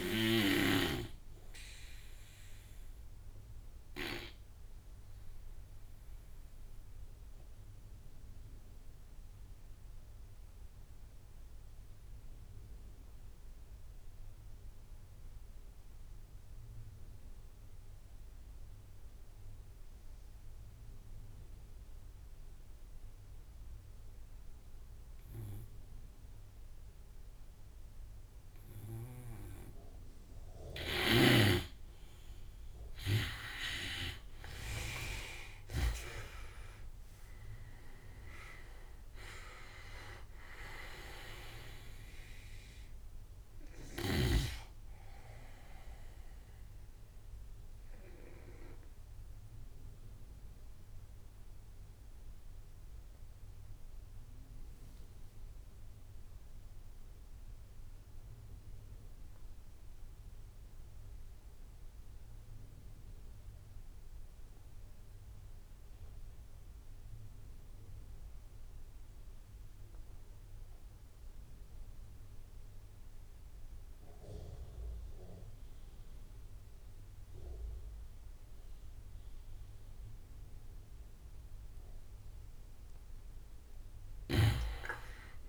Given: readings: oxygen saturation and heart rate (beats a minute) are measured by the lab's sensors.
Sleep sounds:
breathing in sleep by a room microphone; 2
0.00-15.00 s: oxygen desaturation (device-marked, oxygen 85% lowest)
3.00-27.50 s: obstructive apnea (oxygen 97% before, 85% lowest)
28.00-54.00 s: oxygen desaturation (device-marked, oxygen 98% before, 85% lowest)
30.00-35.00 s: snoring (device-marked)
31.50-35.00 s: arousal
47.00-81.00 s: obstructive apnea (oxygen 98% before, 85% lowest)
75.00-85.49 s: oxygen desaturation (device-marked, oxygen 98% before, 85% lowest)
84.00-85.49 s: arousal
From the record:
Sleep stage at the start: N2 (light sleep); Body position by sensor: on the right side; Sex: male

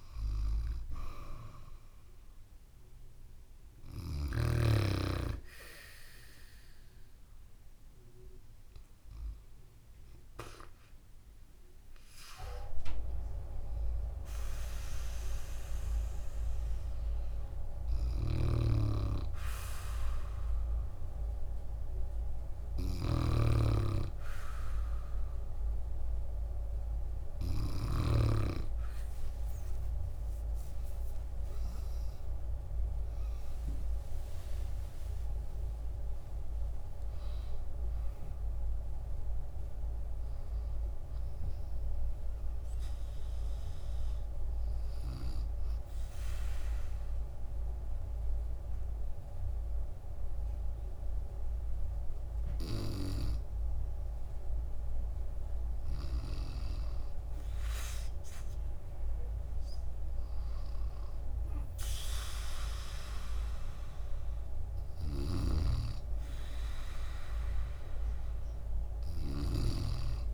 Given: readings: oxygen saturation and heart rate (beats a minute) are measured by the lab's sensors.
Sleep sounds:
breathing in sleep by a room microphone; 1
18.00-28.00 s: snoring (device-marked)
31.50-37.00 s: arousal
43.50-54.50 s: mixed apnea (oxygen 97% before, 95% lowest, heart rate 78 before, 65 extreme, up 2 after)
56.50-59.50 s: arousal
65.00-69.50 s: snoring (device-marked)
From the record:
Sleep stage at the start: N2 (light sleep); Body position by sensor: on the back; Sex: female

